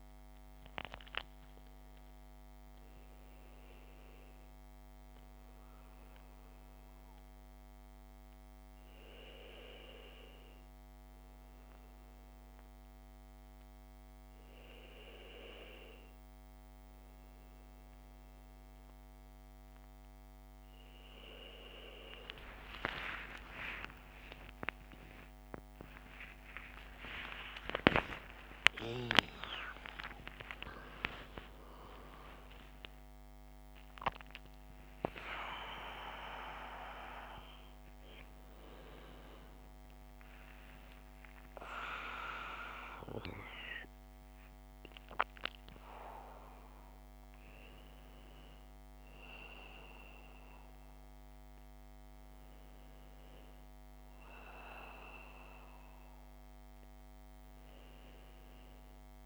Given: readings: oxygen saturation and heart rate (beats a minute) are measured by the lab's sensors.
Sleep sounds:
a person awake in a sleep study, by a microphone on the trachea; none
36.50-38.50 s: long interval between heartbeats (device-marked, heart rate 81 before, 106 extreme)
From the record:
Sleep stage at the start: awake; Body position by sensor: on the back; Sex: male

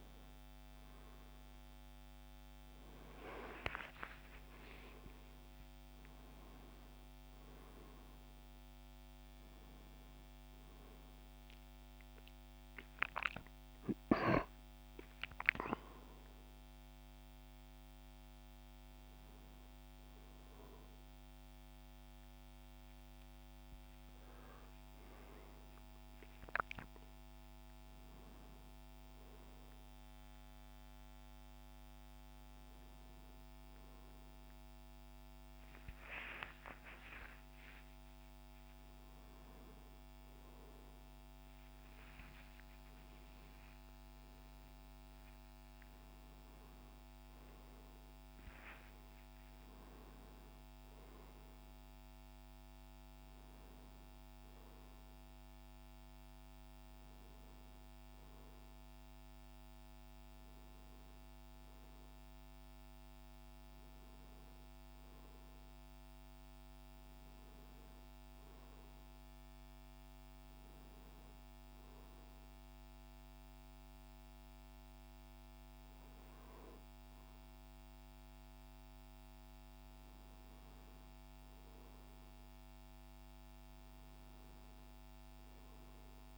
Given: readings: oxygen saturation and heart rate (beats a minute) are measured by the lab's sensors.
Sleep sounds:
a person awake in a sleep study, hard to hear, by a microphone on the trachea; none
72.50-86.38 s: new sleep stage, N1 (lightest sleep)
From the record:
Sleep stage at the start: awake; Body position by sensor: on the right side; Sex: male

